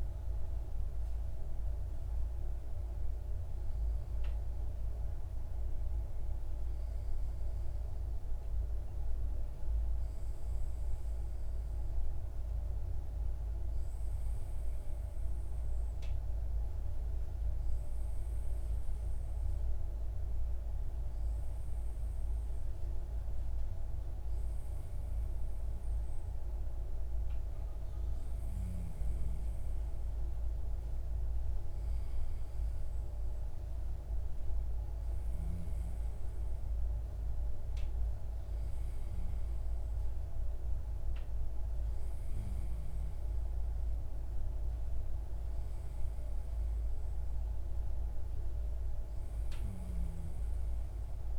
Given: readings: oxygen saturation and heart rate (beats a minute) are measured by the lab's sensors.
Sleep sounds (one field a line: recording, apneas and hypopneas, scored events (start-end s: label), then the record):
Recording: breathing in sleep, hard to hear, by a room microphone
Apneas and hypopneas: none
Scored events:
none scored
From the record:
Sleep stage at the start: N2 (light sleep)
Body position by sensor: on the left side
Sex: male